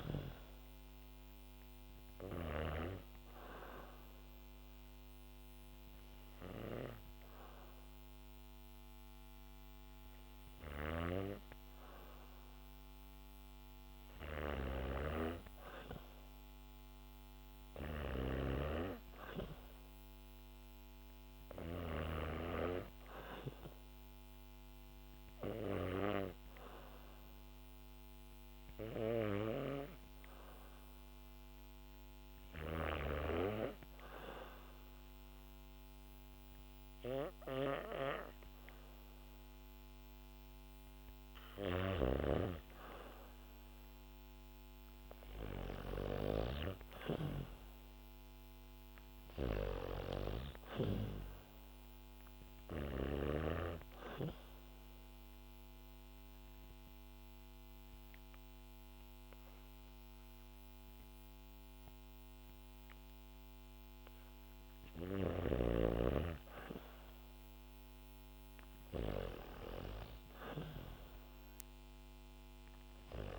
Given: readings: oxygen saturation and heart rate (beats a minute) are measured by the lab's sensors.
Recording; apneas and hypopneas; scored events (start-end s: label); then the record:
breathing in sleep by a microphone on the trachea; 3
0.00-15.50 s: oxygen desaturation (device-marked, oxygen 94% lowest, heart rate 61 extreme)
1.00-13.00 s: hypopnea (oxygen 97% before, 92% lowest, heart rate 63 before, 61 extreme, up 6 after)
16.00-19.50 s: arousal
17.00-21.50 s: snoring (device-marked)
25.00-42.50 s: hypopnea (oxygen 97% before, 92% lowest, heart rate 64 before, 62 extreme, up 1 after)
40.50-65.50 s: oxygen desaturation (device-marked, oxygen 95% before, 92% lowest, heart rate 65 before, 62 extreme)
41.00-45.50 s: snoring (device-marked)
44.50-48.50 s: arousal
53.50-64.00 s: obstructive apnea (oxygen 95% before, 92% lowest, heart rate 64 before, 64 extreme, up 2 after)
66.00-70.50 s: arousal
From the record:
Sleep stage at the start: N2 (light sleep); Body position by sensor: on the back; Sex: female